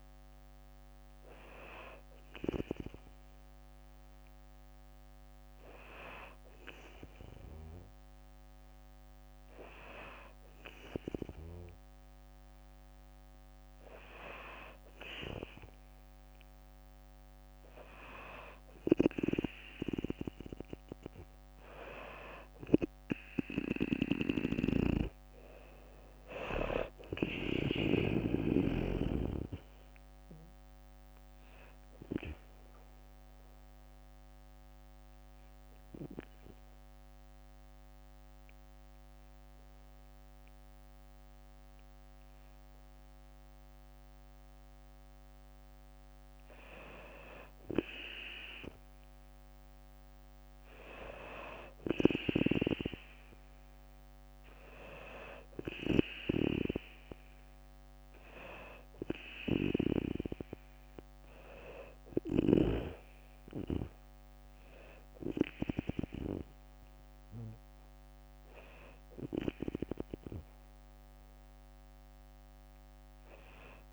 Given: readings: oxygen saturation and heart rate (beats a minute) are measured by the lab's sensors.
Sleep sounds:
breathing in sleep by a microphone on the trachea; 1
23.50-27.00 s: snoring (device-marked)
24.50-27.50 s: arousal
26.00 s: drop in pulse transit time (device-marked)
28.00-43.00 s: drop in pulse transit time (device-marked, heart rate 63 before, 59 extreme)
31.50-45.00 s: hypopnea (oxygen 96% before, 93% lowest, heart rate 64 before, 59 extreme, up 3 after)
37.00-43.00 s: bradycardia (device-marked, heart rate 62 before, 59 extreme)
45.00-48.00 s: arousal
51.50-55.50 s: snoring (device-marked)
54.00-68.00 s: oxygen desaturation (device-marked, oxygen 98% before, 93% lowest, heart rate 60 before, 60 extreme)
60.00-72.00 s: drop in pulse transit time (device-marked, heart rate 61 before, 61 extreme)
From the record:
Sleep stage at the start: N2 (light sleep); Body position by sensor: on the back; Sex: female

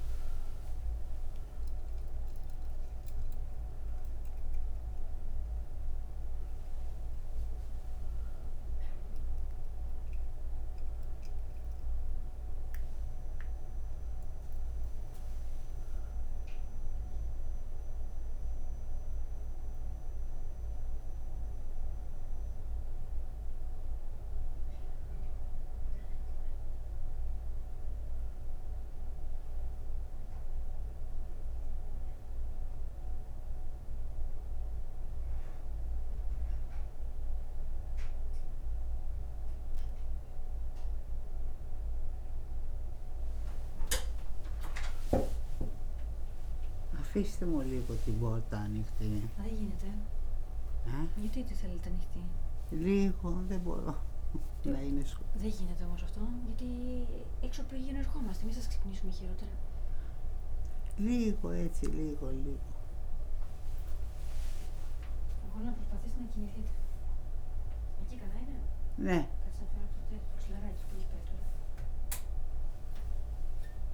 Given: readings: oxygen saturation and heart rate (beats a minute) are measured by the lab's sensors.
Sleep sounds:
breathing in sleep by a room microphone; 1
32.00-43.00 s: hypopnea (oxygen 98% before, 96% lowest)
From the record:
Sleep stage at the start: N1 (lightest sleep); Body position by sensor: on the right side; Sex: female

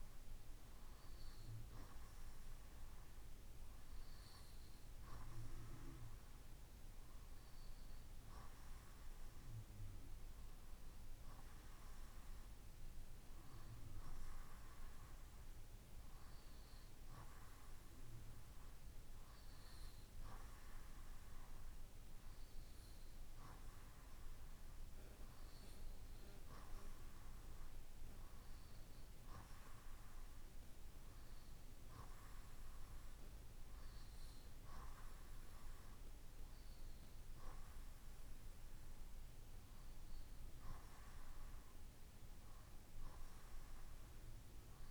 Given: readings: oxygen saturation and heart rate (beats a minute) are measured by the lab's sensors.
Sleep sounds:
breathing in sleep, hard to hear, by a room microphone; none
none scored
From the record:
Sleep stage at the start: REM sleep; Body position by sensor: on the right side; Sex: male

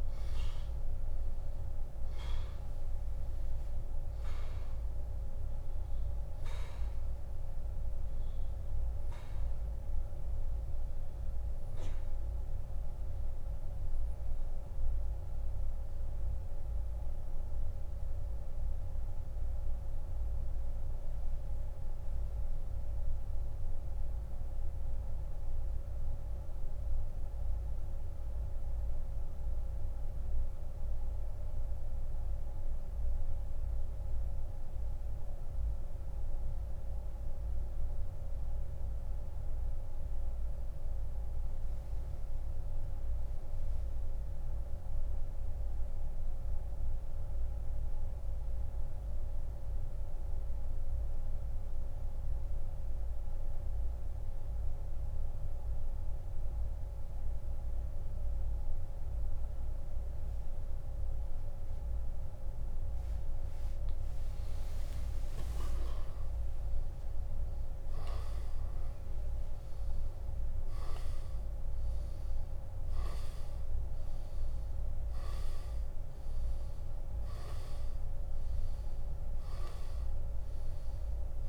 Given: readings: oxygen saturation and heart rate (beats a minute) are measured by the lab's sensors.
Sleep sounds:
breathing in sleep, hard to hear, by a room microphone; 1
0.00-4.50 s: oxygen desaturation (device-marked, oxygen 94% lowest)
14.50-63.00 s: mixed apnea (oxygen 97% before, 86% lowest)
26.50-45.50 s: oxygen desaturation (device-marked, oxygen 94% before, 88% lowest)
63.50-81.49 s: oxygen desaturation (device-marked, oxygen 98% before, 93% lowest)
65.50-71.00 s: arousal
From the record:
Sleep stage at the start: N2 (light sleep); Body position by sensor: on the back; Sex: male

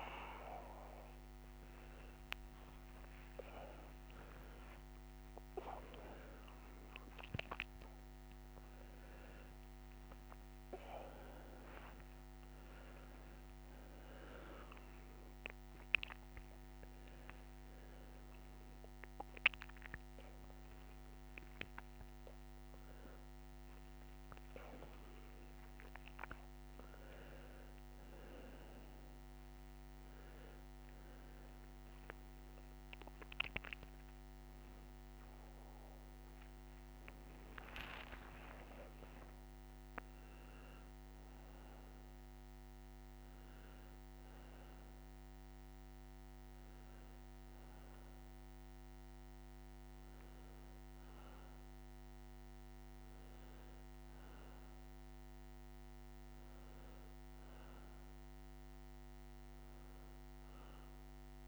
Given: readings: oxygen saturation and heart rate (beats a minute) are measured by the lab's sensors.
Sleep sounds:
a person awake in a sleep study, by a microphone on the trachea; none
11.00-46.00 s: oxygen desaturation (device-marked, oxygen 98% before, 83% lowest)
50.00-61.48 s: new sleep stage, N1 (lightest sleep)
From the record:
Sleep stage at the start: awake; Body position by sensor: on the back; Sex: male

